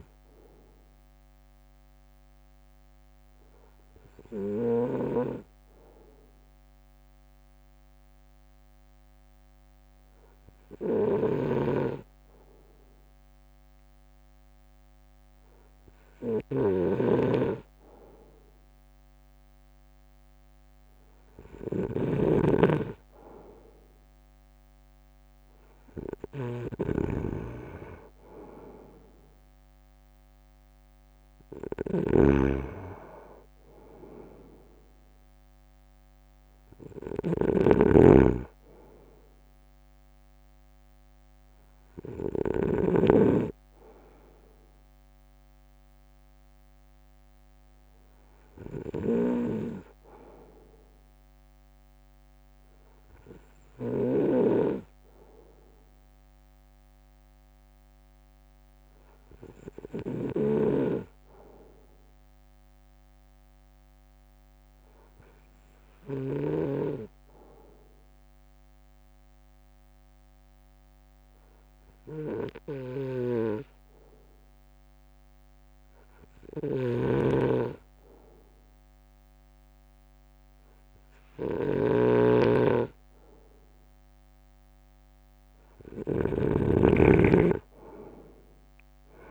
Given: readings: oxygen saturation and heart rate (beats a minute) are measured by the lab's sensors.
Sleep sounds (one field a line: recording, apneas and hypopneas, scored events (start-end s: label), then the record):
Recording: breathing in sleep by a microphone on the trachea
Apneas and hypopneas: 2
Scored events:
2.00-20.50 s: hypopnea (oxygen 95% before, 94% lowest, heart rate 59 before, 55 extreme, up 3 after)
11.00-43.00 s: snoring (device-marked)
23.00-26.00 s: arousal
28.50-48.50 s: drop in pulse transit time (device-marked, heart rate 59 before, 55 extreme)
49.00-66.50 s: snoring (device-marked)
54.50-58.00 s: arousal
61.50-78.50 s: obstructive apnea (oxygen 96% before, 94% lowest, heart rate 60 before, 53 extreme, up 2 after)
73.00-86.50 s: snoring (device-marked)
80.00-83.50 s: arousal
From the record:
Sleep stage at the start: N2 (light sleep)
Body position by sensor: on the front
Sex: male